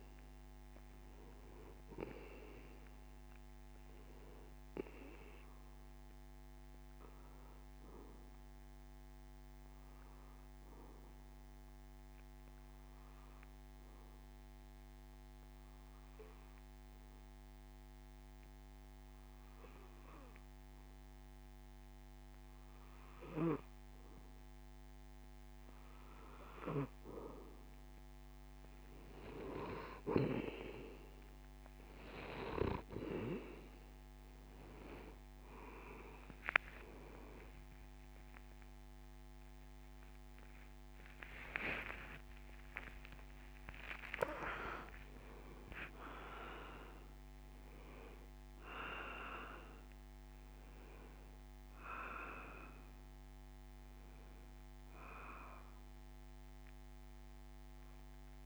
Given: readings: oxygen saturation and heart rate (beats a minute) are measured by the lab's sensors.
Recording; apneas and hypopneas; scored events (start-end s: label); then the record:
breathing in sleep by a microphone on the trachea; 1
0.00-18.00 s: oxygen desaturation (device-marked, oxygen 91% lowest)
10.00-25.50 s: obstructive apnea (oxygen 95% before, 90% lowest)
32.00-53.00 s: oxygen desaturation (device-marked, oxygen 96% before, 90% lowest)
38.00-44.50 s: arousal
From the record:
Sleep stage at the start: N2 (light sleep); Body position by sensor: on the back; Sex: male